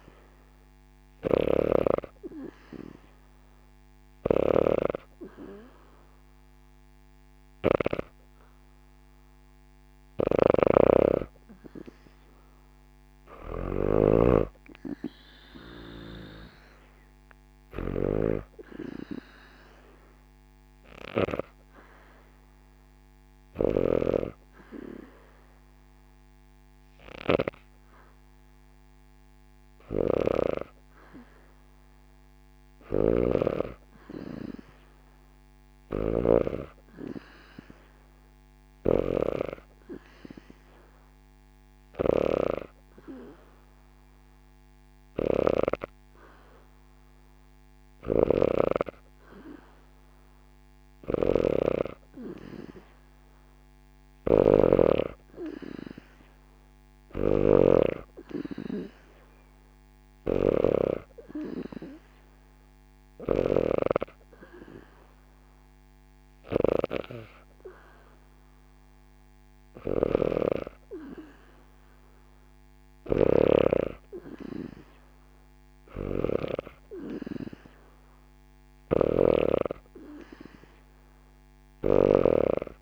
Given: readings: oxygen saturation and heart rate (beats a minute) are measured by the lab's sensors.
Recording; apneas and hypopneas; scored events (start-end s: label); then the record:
breathing in sleep by a microphone on the trachea; none
0.00-1.50 s: snoring (device-marked)
0.00-10.00 s: oxygen desaturation (device-marked, oxygen 90% lowest, heart rate 72 extreme)
3.50-23.50 s: snoring (device-marked)
29.50-60.50 s: snoring (device-marked)
60.00-76.00 s: oxygen desaturation (device-marked, oxygen 95% before, 91% lowest, heart rate 76 before, 72 extreme)
69.50-82.82 s: snoring (device-marked)
From the record:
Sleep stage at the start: N2 (light sleep); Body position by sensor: on the back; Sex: female